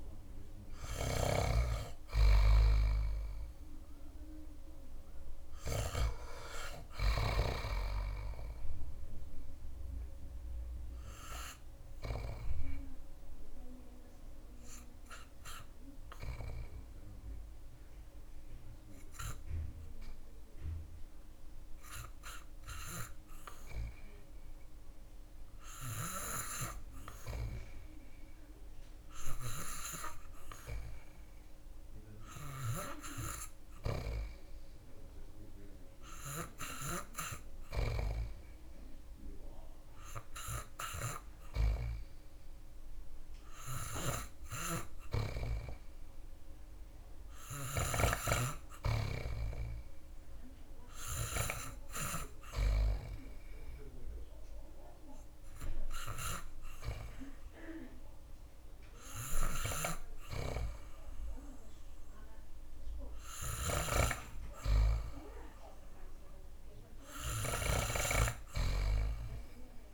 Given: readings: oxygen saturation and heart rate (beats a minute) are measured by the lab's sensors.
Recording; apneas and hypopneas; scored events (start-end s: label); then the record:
breathing in sleep by a room microphone; 1
0.00-6.50 s: snoring (device-marked)
11.00-23.50 s: obstructive apnea (oxygen 96% before, 92% lowest)
26.00-29.50 s: arousal
51.00-69.94 s: oxygen desaturation (device-marked, oxygen 99% before, 92% lowest)
From the record:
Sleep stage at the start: N2 (light sleep); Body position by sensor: on the back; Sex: male